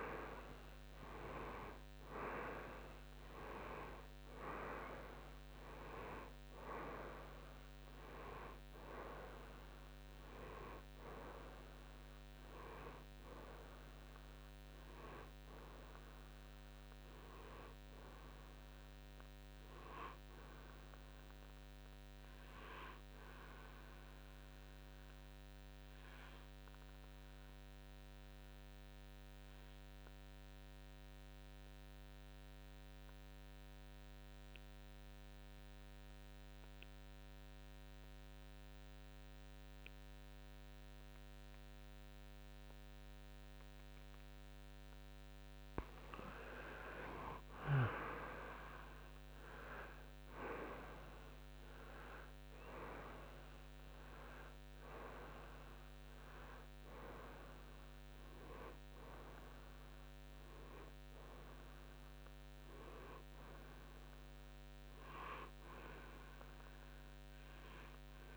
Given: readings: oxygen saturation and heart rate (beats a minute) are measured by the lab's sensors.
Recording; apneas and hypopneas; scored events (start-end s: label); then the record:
breathing in sleep by a microphone on the trachea; 1
1.00-11.00 s: oxygen desaturation (device-marked, oxygen 95% before, 91% lowest, heart rate 62 before, 54 extreme)
19.00-36.00 s: oxygen desaturation (device-marked, oxygen 92% before, 88% lowest, heart rate 68 before, 54 extreme)
25.50-45.00 s: obstructive apnea (oxygen 95% before, 88% lowest, heart rate 65 before, 57 extreme, up 10 after)
46.50-51.00 s: arousal
52.00-63.00 s: oxygen desaturation (device-marked, oxygen 97% before, 92% lowest, heart rate 61 before, 57 extreme)
From the record:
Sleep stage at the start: N2 (light sleep); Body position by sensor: on the right side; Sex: male